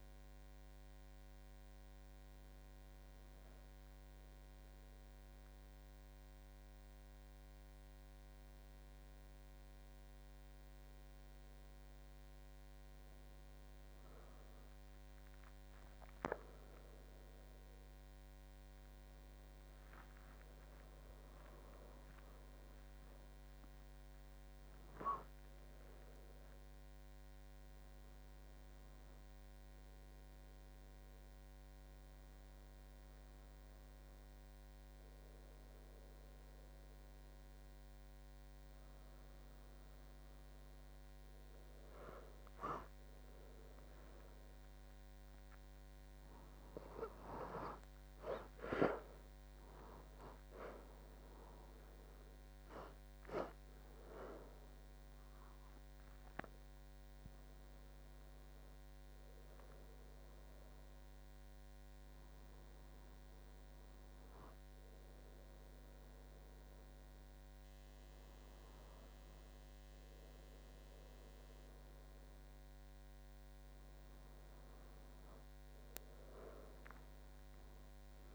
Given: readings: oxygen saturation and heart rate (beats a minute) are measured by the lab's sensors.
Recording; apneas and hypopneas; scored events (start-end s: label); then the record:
a person awake in a sleep study, by a microphone on the trachea; none
14.50-78.35 s: new sleep stage, awake
From the record:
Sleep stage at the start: N1 (lightest sleep); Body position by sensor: on the back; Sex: male